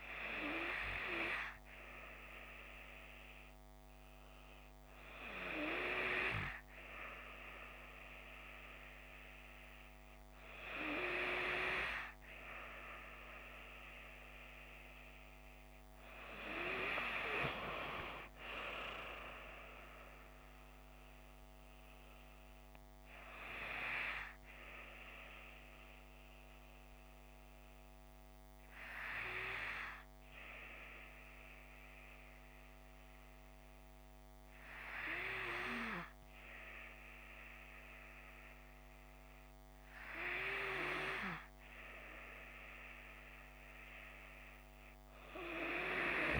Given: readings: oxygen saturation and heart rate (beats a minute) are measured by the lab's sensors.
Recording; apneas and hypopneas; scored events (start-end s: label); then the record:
breathing in sleep by a microphone on the trachea; 1
17.00-20.50 s: arousal
25.50-40.50 s: hypopnea (oxygen 95% before, 93% lowest)
42.50-46.00 s: arousal
From the record:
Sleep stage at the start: N3 (deep sleep); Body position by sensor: on the left side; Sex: female